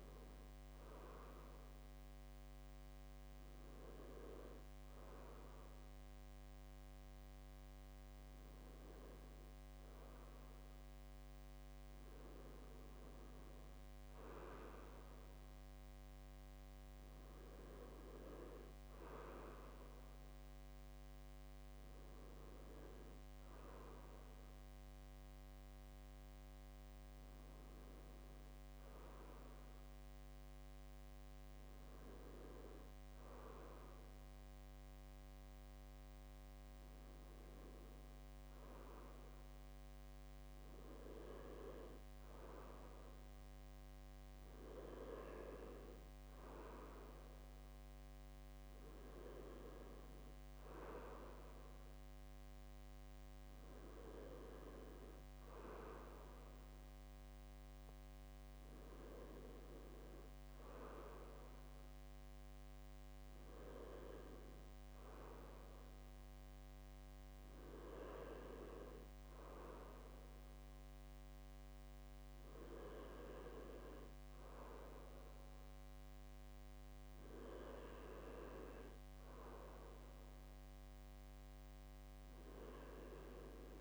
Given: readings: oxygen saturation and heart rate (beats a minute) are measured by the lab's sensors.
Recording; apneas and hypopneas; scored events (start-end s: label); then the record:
breathing in sleep by a microphone on the trachea; none
none scored
From the record:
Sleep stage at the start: N2 (light sleep); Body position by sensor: upright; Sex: male